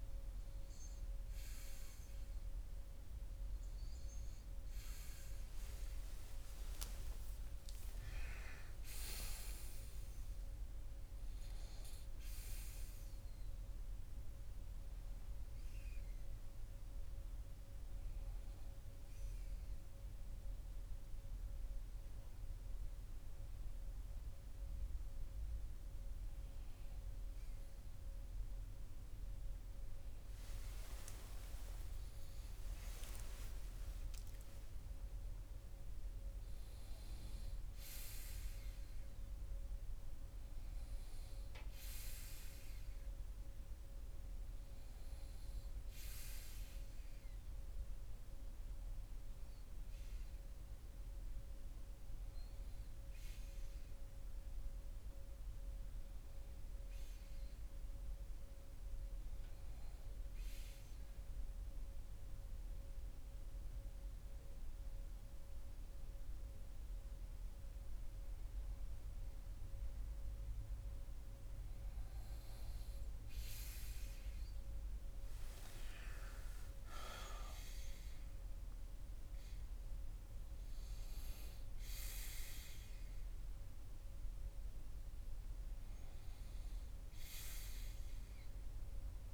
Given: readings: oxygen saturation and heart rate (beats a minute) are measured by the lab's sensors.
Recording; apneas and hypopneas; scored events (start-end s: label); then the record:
breathing in sleep by a room microphone; 1
5.00-9.50 s: arousal
30.50-34.50 s: arousal
60.00-71.00 s: hypopnea (oxygen 96% before, 94% lowest)
72.00-75.50 s: arousal
From the record:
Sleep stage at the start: N1 (lightest sleep); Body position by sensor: on the right side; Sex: male